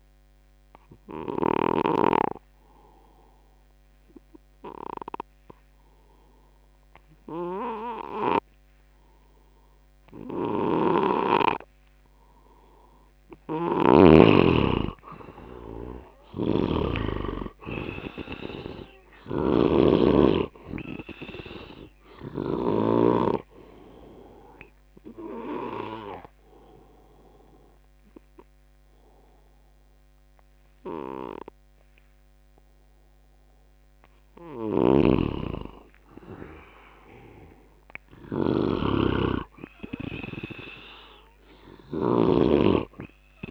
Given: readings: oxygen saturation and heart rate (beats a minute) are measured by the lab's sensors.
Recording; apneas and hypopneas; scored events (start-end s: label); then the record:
breathing in sleep by a microphone on the trachea; 2
0.00-1.50 s: snoring (device-marked)
0.00-8.00 s: oxygen desaturation (device-marked, oxygen 85% lowest, heart rate 63 extreme)
0.50-13.50 s: obstructive apnea (oxygen 95% before, 87% lowest, heart rate 81 before, 63 extreme, up 16 after)
10.50-14.00 s: snoring (device-marked)
15.00-19.50 s: arousal
16.00-23.00 s: snoring (device-marked)
23.00-37.00 s: oxygen desaturation (device-marked, oxygen 96% before, 87% lowest, heart rate 72 before, 68 extreme)
24.50-34.50 s: obstructive apnea (oxygen 97% before, 87% lowest, heart rate 73 before, 68 extreme, up 6 after)
34.50-43.50 s: snoring (device-marked)
36.50-39.00 s: arousal
From the record:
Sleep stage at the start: N2 (light sleep); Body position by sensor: on the left side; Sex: male